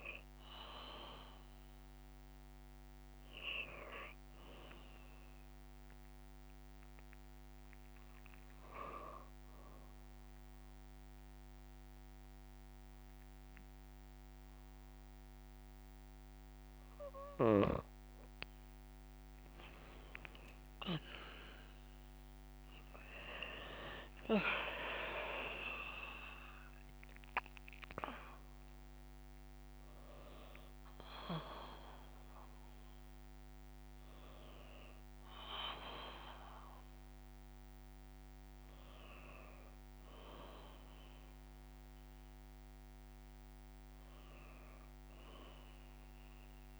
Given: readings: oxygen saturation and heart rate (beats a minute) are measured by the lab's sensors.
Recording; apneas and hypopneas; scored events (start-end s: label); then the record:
breathing in sleep by a microphone on the trachea; none
20.50-26.00 s: arousal
From the record:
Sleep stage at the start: N2 (light sleep); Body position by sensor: on the back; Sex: female